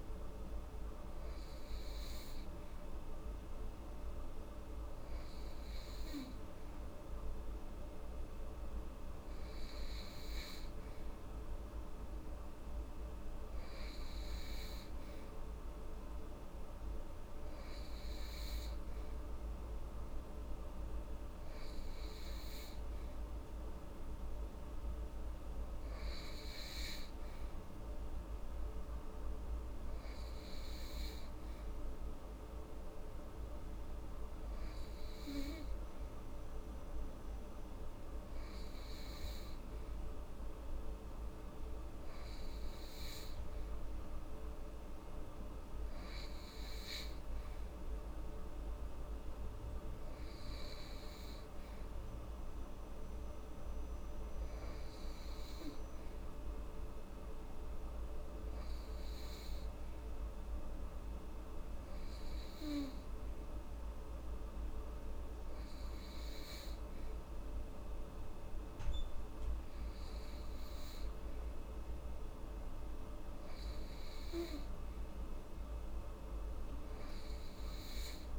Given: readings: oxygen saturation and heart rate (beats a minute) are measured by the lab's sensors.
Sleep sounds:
breathing in sleep, hard to hear, by a room microphone; none
none scored
From the record:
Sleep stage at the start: N3 (deep sleep); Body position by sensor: upright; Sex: female

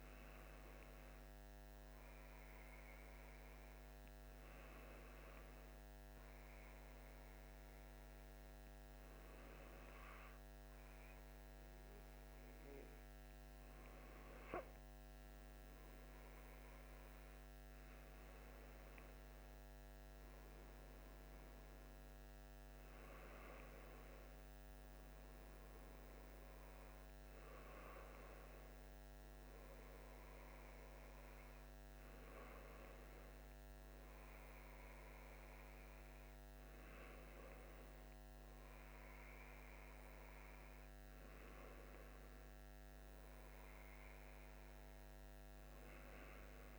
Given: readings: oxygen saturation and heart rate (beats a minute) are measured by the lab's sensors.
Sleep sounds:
breathing in sleep, hard to hear, by a microphone on the trachea; none
none scored
From the record:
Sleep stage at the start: N1 (lightest sleep); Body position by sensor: on the left side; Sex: male

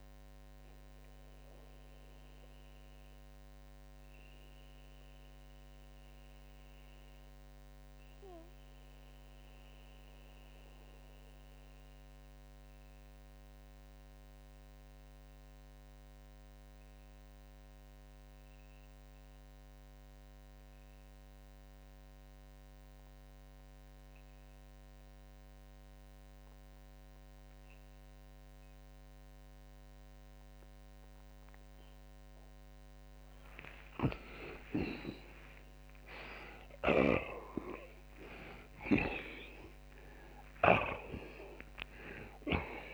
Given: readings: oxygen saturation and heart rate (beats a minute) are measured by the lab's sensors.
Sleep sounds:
breathing in sleep by a microphone on the trachea; 1
0.50-34.50 s: mixed apnea (oxygen 93% before, 75% lowest)
2.00-16.00 s: oxygen desaturation (device-marked, oxygen 92% before, 85% lowest)
33.50-40.50 s: snoring (device-marked)
36.00-39.50 s: arousal
39.00-42.94 s: oxygen desaturation (device-marked, oxygen 93% before, 86% lowest)
From the record:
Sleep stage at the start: REM sleep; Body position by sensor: on the back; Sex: male

